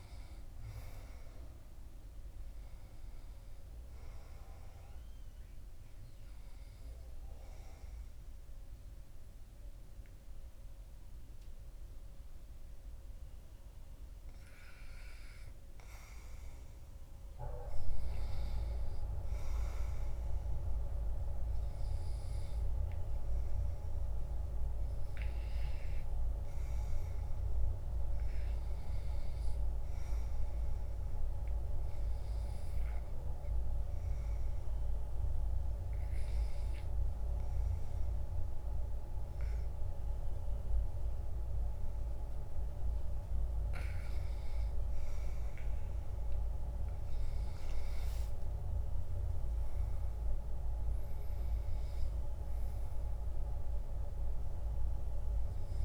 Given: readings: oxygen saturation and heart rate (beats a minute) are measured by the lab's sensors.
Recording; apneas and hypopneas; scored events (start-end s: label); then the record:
breathing in sleep by a room microphone; 2
0.00-11.00 s: oxygen desaturation (device-marked, oxygen 94% lowest, heart rate 65 extreme)
6.50-16.50 s: obstructive apnea (oxygen 97% before, 93% lowest, heart rate 68 before, 66 extreme, up 9 after)
20.50-24.50 s: arousal
32.50-43.00 s: hypopnea (oxygen 96% before, 94% lowest, heart rate 70 before, 50 extreme, up 6 after)
43.50-47.00 s: arousal
From the record:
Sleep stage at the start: REM sleep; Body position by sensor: on the back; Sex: male